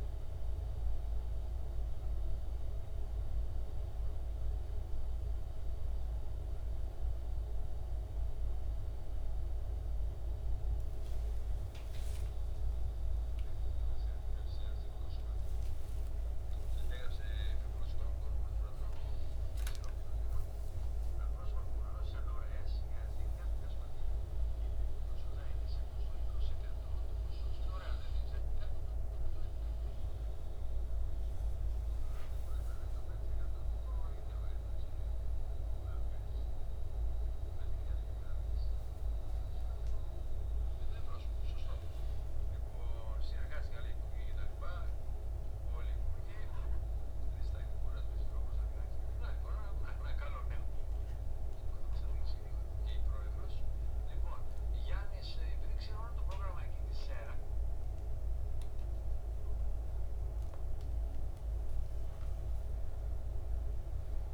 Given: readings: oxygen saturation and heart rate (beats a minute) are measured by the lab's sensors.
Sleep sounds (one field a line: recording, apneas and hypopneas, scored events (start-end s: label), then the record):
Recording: a person partly awake in a sleep study, hard to hear, by a room microphone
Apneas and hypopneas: 1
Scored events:
15.00-45.00 s: new sleep stage, awake
19.00-21.00 s: long interval between heartbeats (device-marked, heart rate 67 before, 97 extreme)
45.00-64.34 s: new sleep stage, N2 (light sleep)
47.50-59.00 s: obstructive apnea (oxygen 97% before, 94% lowest, heart rate 69 before, 67 extreme, up 3 after)
61.00-64.34 s: arousal
From the record:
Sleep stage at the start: N2 (light sleep)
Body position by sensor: on the back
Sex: male